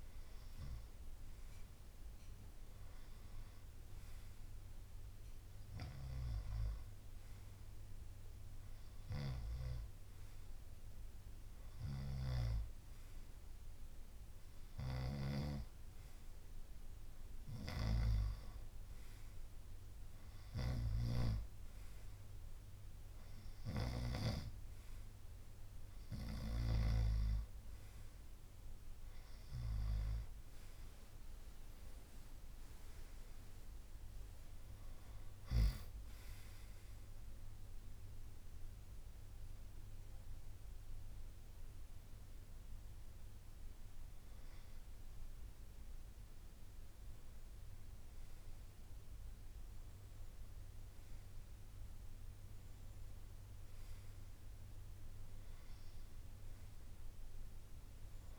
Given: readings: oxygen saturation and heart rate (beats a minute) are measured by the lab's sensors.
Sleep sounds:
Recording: breathing in sleep by a room microphone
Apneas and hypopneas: none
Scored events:
35.50-46.50 s: drop in pulse transit time (device-marked, heart rate 69 before, 65 extreme)
47.00-51.00 s: arousal
From the record:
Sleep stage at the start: N2 (light sleep)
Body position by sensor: on the right side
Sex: male

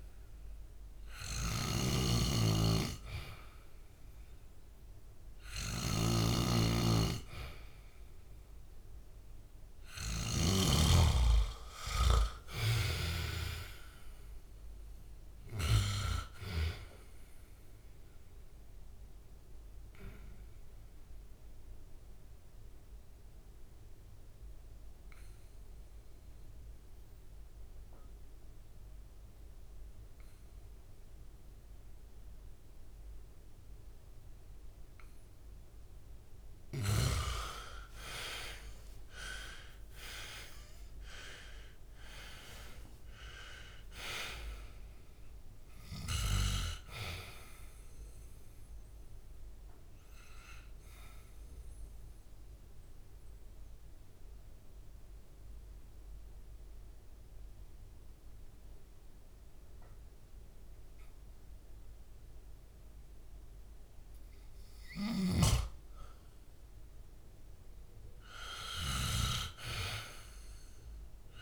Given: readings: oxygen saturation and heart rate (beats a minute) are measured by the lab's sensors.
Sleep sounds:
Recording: breathing in sleep by a room microphone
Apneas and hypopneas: 2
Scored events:
0.00-10.50 s: snoring (device-marked)
11.50-15.00 s: arousal
19.00-34.50 s: obstructive apnea (oxygen 95% before, 89% lowest, heart rate 72 before, 61 extreme, up 7 after)
36.50-41.00 s: arousal
50.50-65.50 s: mixed apnea (oxygen 98% before, 89% lowest, heart rate 72 before, 60 extreme, up 12 after)
53.50-68.50 s: oxygen desaturation (device-marked, oxygen 98% before, 89% lowest, heart rate 72 before, 61 extreme)
68.00-71.42 s: arousal
From the record:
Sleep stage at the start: N2 (light sleep)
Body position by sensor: on the back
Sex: male

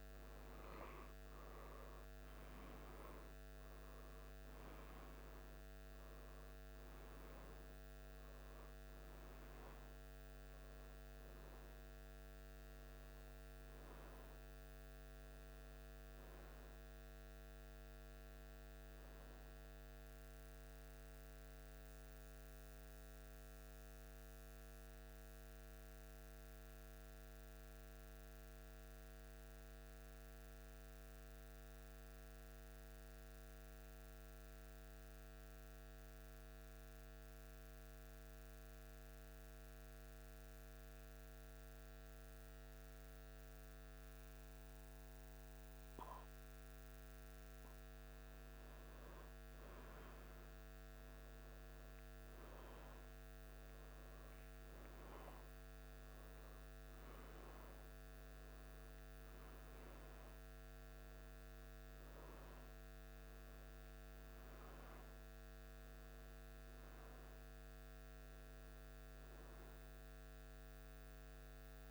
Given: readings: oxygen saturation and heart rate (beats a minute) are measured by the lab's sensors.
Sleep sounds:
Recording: breathing in sleep, hard to hear, by a microphone on the trachea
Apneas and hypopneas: 1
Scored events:
22.00-47.50 s: mixed apnea (oxygen 97% before, 94% lowest, heart rate 77 before, 73 extreme, up 3 after)
50.00-55.00 s: arousal
From the record:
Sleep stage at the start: N2 (light sleep)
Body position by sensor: on the back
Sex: male

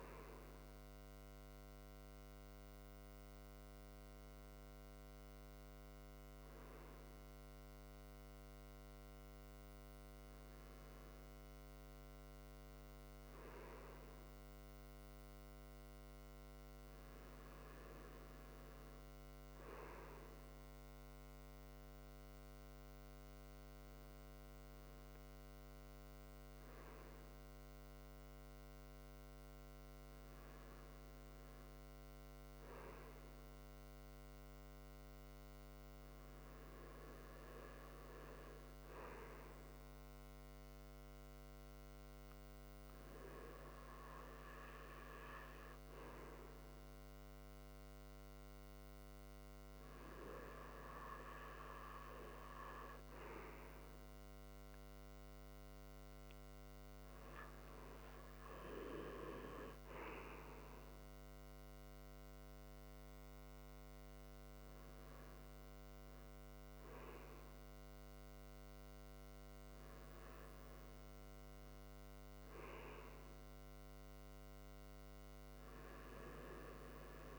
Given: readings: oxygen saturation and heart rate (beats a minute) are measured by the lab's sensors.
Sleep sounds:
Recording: breathing in sleep by a microphone on the trachea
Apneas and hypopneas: none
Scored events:
none scored
From the record:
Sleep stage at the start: REM sleep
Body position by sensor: on the right side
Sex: male

